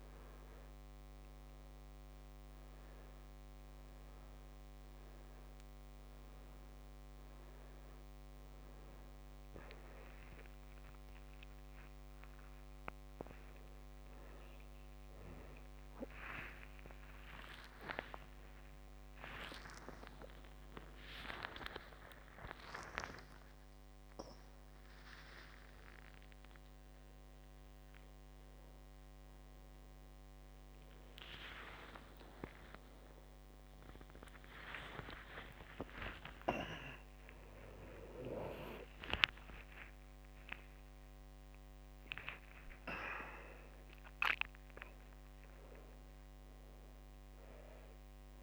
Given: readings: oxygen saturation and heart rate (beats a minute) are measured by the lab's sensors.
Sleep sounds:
a person awake in a sleep study, by a microphone on the trachea; none
16.50-48.43 s: new sleep stage, awake
From the record:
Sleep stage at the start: N2 (light sleep); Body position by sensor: on the back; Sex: male

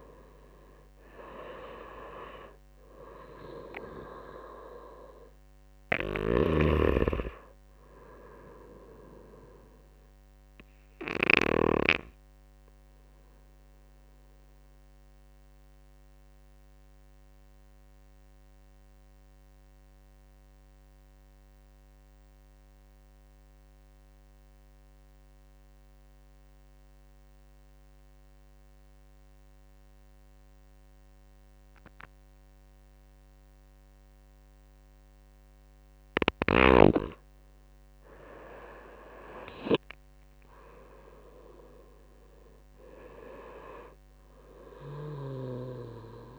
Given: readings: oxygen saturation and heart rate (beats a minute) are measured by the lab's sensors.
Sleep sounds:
breathing in sleep by a microphone on the trachea; 1
0.00-16.00 s: oxygen desaturation (device-marked, oxygen 87% lowest)
5.50-11.00 s: snoring (device-marked)
10.50-35.50 s: obstructive apnea (oxygen 96% before, 85% lowest)
33.00-46.39 s: oxygen desaturation (device-marked, oxygen 96% before, 86% lowest)
37.00-40.50 s: arousal
From the record:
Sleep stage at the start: N2 (light sleep); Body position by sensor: on the right side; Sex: male

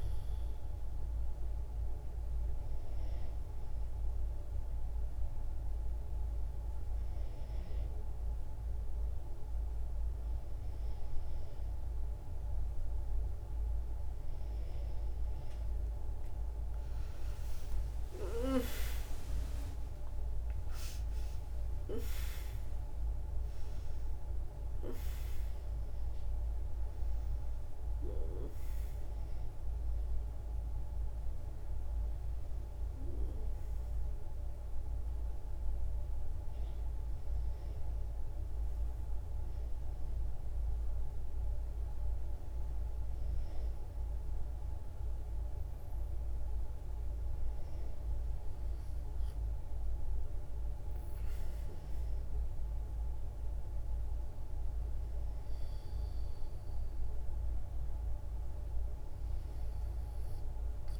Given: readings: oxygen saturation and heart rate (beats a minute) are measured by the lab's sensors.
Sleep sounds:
breathing in sleep, hard to hear, by a room microphone; 1
0.00-2.00 s: oxygen desaturation (device-marked, oxygen 88% lowest, heart rate 66 extreme)
1.00-15.50 s: obstructive apnea (oxygen 94% before, 88% lowest, heart rate 65 before, 68 extreme, up 16 after)
16.50-21.00 s: arousal
20.00-42.00 s: oxygen desaturation (device-marked, oxygen 94% before, 88% lowest, heart rate 69 before, 61 extreme)
35.00-61.00 s: new sleep stage, N2 (light sleep)
From the record:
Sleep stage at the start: REM sleep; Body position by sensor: on the back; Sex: female

